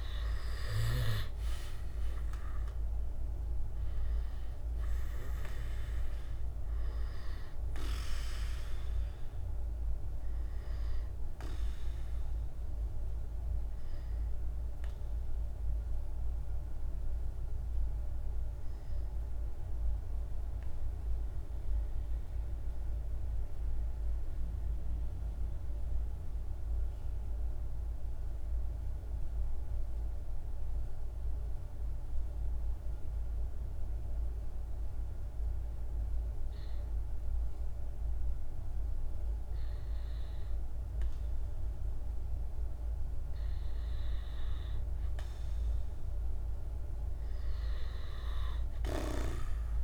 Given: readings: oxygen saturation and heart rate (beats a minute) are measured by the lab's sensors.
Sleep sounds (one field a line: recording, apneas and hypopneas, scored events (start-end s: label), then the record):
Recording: breathing in sleep by a room microphone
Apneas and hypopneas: 1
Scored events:
0.00-3.50 s: arousal
0.00-27.50 s: oxygen desaturation (device-marked, oxygen 90% lowest, heart rate 46 extreme)
15.00-43.50 s: mixed apnea (oxygen 99% before, 90% lowest, heart rate 51 before, 46 extreme, up 4 after)
38.50-49.84 s: oxygen desaturation (device-marked, oxygen 100% before, 91% lowest, heart rate 48 before, 48 extreme)
From the record:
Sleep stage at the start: N2 (light sleep)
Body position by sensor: on the back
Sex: male